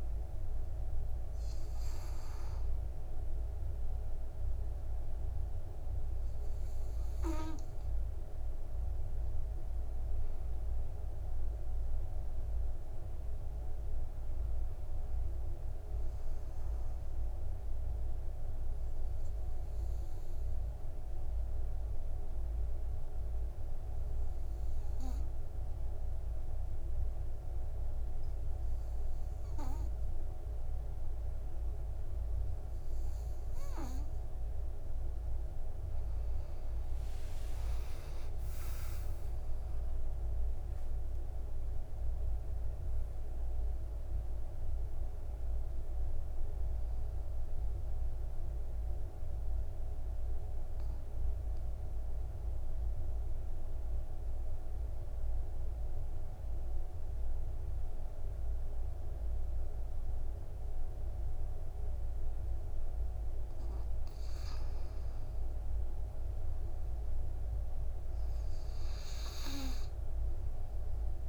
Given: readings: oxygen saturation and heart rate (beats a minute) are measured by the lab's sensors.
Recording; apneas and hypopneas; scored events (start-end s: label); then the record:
breathing in sleep, hard to hear, by a room microphone; 2
11.00-15.00 s: arousal
18.50-34.50 s: obstructive apnea (oxygen 98% before, 92% lowest, heart rate 62 before, 54 extreme, up 24 after)
37.00-42.00 s: arousal
38.00-40.00 s: long interval between heartbeats (device-marked, heart rate 57 before, 74 extreme)
41.50-63.50 s: oxygen desaturation (device-marked, oxygen 97% before, 92% lowest, heart rate 62 before, 54 extreme)
47.00-64.50 s: obstructive apnea (oxygen 97% before, 91% lowest, heart rate 68 before, 54 extreme, up 9 after)
66.00-69.50 s: arousal
From the record:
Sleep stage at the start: N2 (light sleep); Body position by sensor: on the right side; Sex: male